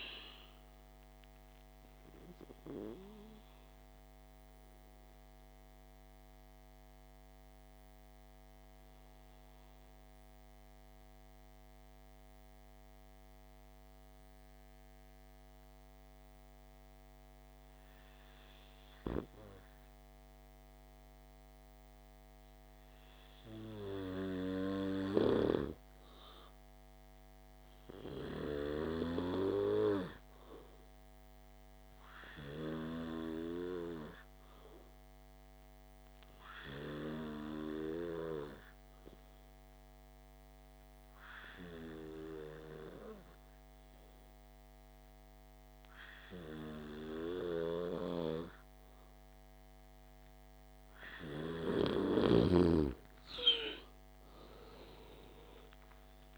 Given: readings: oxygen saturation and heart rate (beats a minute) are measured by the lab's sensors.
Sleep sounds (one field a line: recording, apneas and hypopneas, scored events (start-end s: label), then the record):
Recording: breathing in sleep by a microphone on the trachea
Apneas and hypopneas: 1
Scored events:
1.00-51.50 s: mixed apnea (oxygen 98% before, 85% lowest, heart rate 57 before, 51 extreme, up 19 after)
3.00-27.00 s: oxygen desaturation (device-marked, oxygen 96% before, 85% lowest, heart rate 58 before, 51 extreme)
44.00-56.38 s: oxygen desaturation (device-marked, oxygen 96% before, 87% lowest, heart rate 57 before, 51 extreme)
From the record:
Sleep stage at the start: N2 (light sleep)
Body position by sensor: on the back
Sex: male